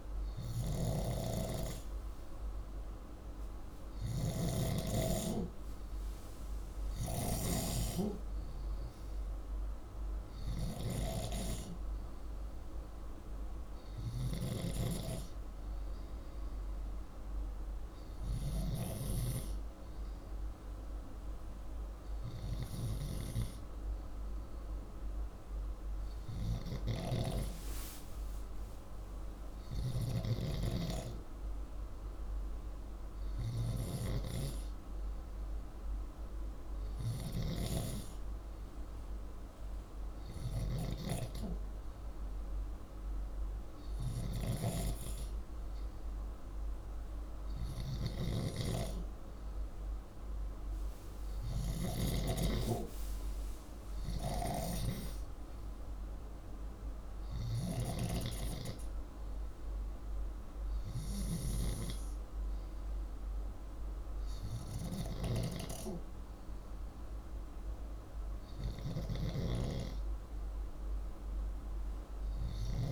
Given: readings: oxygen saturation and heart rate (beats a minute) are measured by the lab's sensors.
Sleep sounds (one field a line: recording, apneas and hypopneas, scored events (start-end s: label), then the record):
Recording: breathing in sleep by a room microphone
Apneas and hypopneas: none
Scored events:
63.00-72.92 s: oxygen desaturation (device-marked, oxygen 97% before, 92% lowest, heart rate 172 before, 96 extreme)
From the record:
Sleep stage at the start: N2 (light sleep)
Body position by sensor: upright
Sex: male